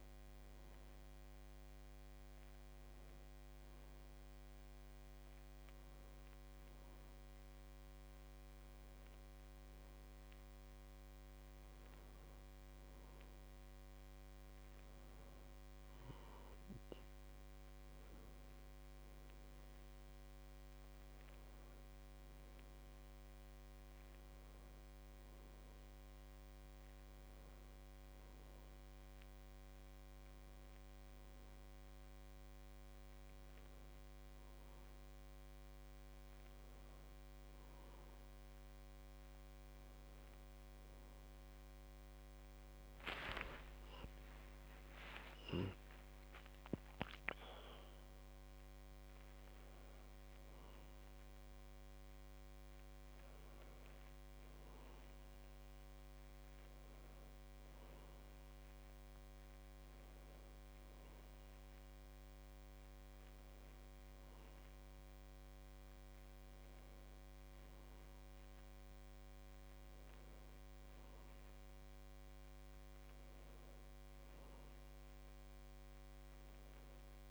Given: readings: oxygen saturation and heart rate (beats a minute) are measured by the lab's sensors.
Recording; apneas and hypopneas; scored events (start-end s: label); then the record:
breathing in sleep, hard to hear, by a microphone on the trachea; none
45.00-51.00 s: arousal
From the record:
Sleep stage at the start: N1 (lightest sleep); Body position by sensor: on the back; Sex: female